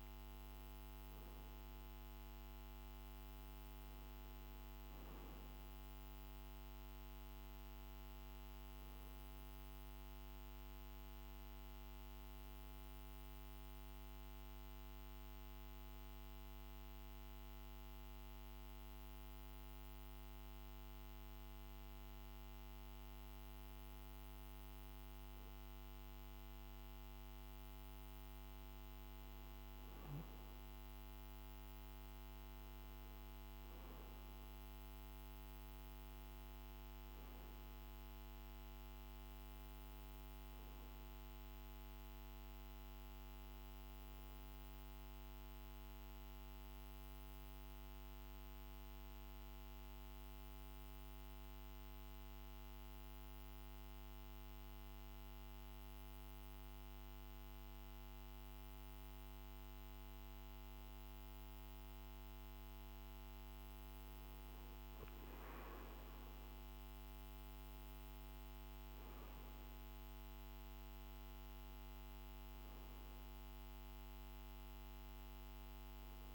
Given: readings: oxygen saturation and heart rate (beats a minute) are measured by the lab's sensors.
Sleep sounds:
breathing in sleep, hard to hear, by a microphone on the trachea; 2
12.50-26.50 s: obstructive apnea (oxygen 96% before, 94% lowest, heart rate 52 before, 50 extreme, up 3 after)
27.00-31.00 s: arousal
45.00-62.00 s: obstructive apnea (oxygen 96% before, 94% lowest, heart rate 52 before, 50 extreme, up 2 after)
64.50-68.50 s: arousal
From the record:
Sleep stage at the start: N2 (light sleep); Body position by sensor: on the back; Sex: male

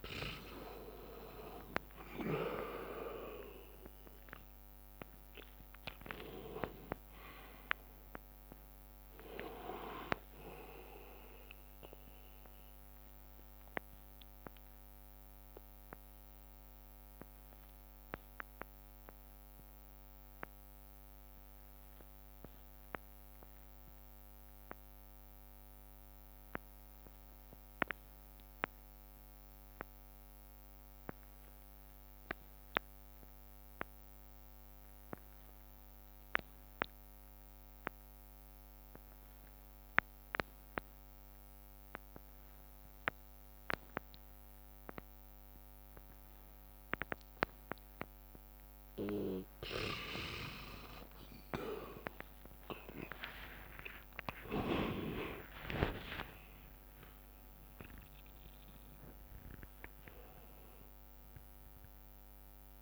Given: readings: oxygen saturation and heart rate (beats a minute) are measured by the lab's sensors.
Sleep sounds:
breathing in sleep by a microphone on the trachea; 1
0.00-24.00 s: oxygen desaturation (device-marked, oxygen 99% before, 89% lowest, heart rate 59 before, 52 extreme)
2.50-8.00 s: arousal
3.00-14.00 s: drop in pulse transit time (device-marked, heart rate 60 before, 65 extreme)
5.00-7.00 s: long interval between heartbeats (device-marked, heart rate 61 before, 83 extreme)
7.50-9.50 s: long interval between heartbeats (device-marked, heart rate 63 before, 95 extreme)
11.00-29.00 s: bradycardia (device-marked, heart rate 65 before, 52 extreme)
13.00-49.00 s: obstructive apnea (oxygen 99% before, 86% lowest, heart rate 73 before, 53 extreme, up 30 after)
31.00-34.00 s: bradycardia (device-marked, heart rate 65 before, 59 extreme)
35.00-37.00 s: bradycardia (device-marked, heart rate 65 before, 59 extreme)
39.00-62.82 s: oxygen desaturation (device-marked, oxygen 99% before, 86% lowest, heart rate 57 before, 53 extreme)
45.00-48.00 s: bradycardia (device-marked, heart rate 65 before, 59 extreme)
52.00-57.50 s: arousal
54.50-56.50 s: long interval between heartbeats (device-marked, heart rate 60 before, 80 extreme)
56.00-58.00 s: tachycardia (device-marked, heart rate 65 before, 90 extreme)
56.00-62.82 s: drop in pulse transit time (device-marked, heart rate 62 before, 58 extreme)
59.50-61.50 s: long interval between heartbeats (device-marked, heart rate 67 before, 106 extreme)
From the record:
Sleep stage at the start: N2 (light sleep); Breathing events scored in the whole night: 279 in 3.7 hours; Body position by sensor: on the back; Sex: male

